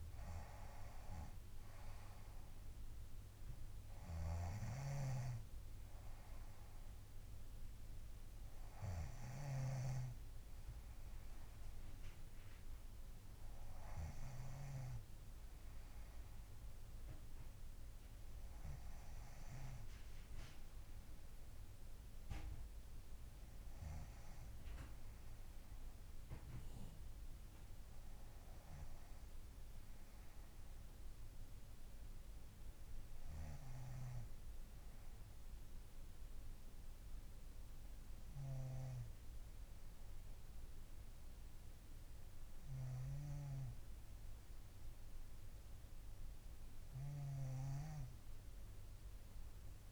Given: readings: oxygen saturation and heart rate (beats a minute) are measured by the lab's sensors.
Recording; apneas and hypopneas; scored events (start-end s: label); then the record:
breathing in sleep by a room microphone; none
4.50-10.50 s: snoring (device-marked)
43.50-48.00 s: snoring (device-marked)
From the record:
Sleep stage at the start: N2 (light sleep); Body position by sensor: on the front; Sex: female